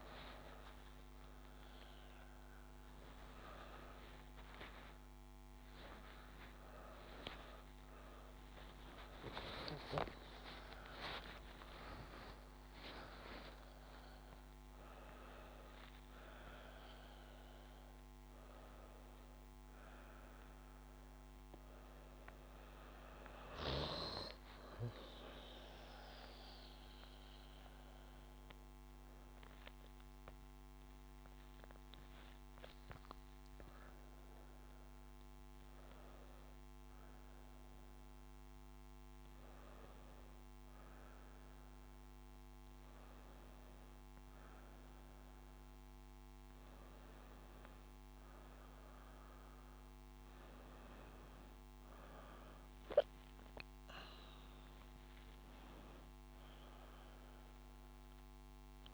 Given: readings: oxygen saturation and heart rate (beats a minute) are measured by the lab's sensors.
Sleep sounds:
a person awake in a sleep study, by a microphone on the trachea; none
0.00-3.50 s: oxygen desaturation (device-marked, oxygen 90% lowest, heart rate 80 extreme)
1.00-3.00 s: long interval between heartbeats (device-marked, heart rate 72 before, 106 extreme)
1.50-58.94 s: new sleep stage, awake
4.00-6.00 s: long interval between heartbeats (device-marked, heart rate 81 before, 169 extreme)
7.00-9.00 s: long interval between heartbeats (device-marked, heart rate 97 before, 159 extreme)
10.00-12.00 s: long interval between heartbeats (device-marked, heart rate 111 before, 129 extreme)
13.00-15.00 s: long interval between heartbeats (device-marked, heart rate 120 before, 114 extreme)
From the record:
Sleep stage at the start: N2 (light sleep); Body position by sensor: on the back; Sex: female

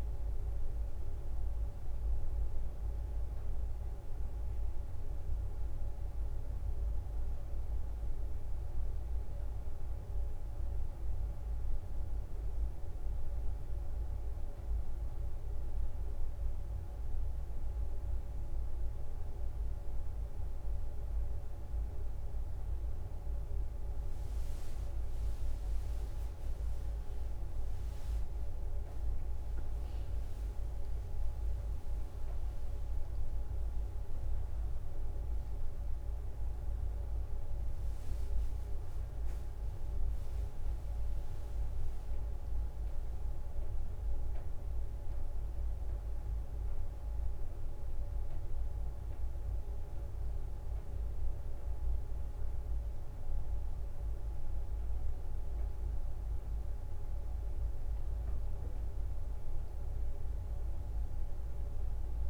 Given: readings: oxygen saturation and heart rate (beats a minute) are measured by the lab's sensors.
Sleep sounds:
a person awake in a sleep study, hard to hear, by a room microphone; none
26.00-42.00 s: drop in pulse transit time (device-marked, heart rate 63 before, 64 extreme)
37.50-44.50 s: leg movement (device-marked)
From the record:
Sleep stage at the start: awake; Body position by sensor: on the right side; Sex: female

